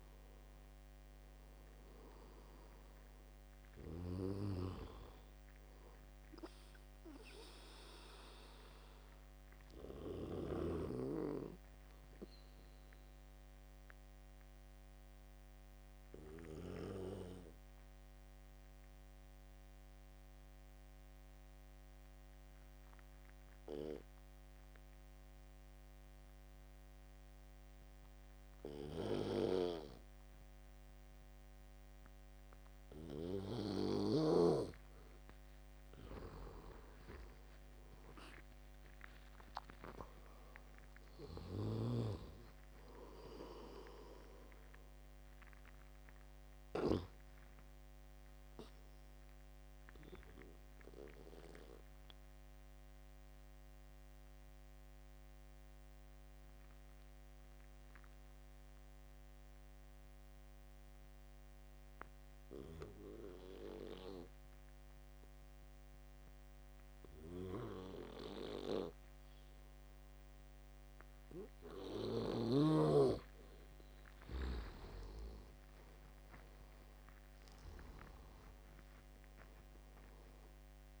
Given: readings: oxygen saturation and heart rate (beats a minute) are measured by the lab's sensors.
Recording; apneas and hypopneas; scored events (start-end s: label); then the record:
breathing in sleep by a microphone on the trachea; 2
0.00-23.00 s: oxygen desaturation (device-marked, oxygen 83% lowest, heart rate 69 extreme)
15.00-34.50 s: obstructive apnea (oxygen 95% before, 83% lowest, heart rate 76 before, 61 extreme, up 13 after)
37.00-42.00 s: arousal
42.00-68.00 s: oxygen desaturation (device-marked, oxygen 98% before, 88% lowest, heart rate 75 before, 61 extreme)
51.00-73.00 s: obstructive apnea (oxygen 98% before, 85% lowest, heart rate 79 before, 61 extreme, up 18 after)
73.00-81.00 s: oxygen desaturation (device-marked, oxygen 97% before, 85% lowest, heart rate 68 before, 61 extreme)
75.50-79.50 s: arousal
From the record:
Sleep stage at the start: N2 (light sleep); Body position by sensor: on the back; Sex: male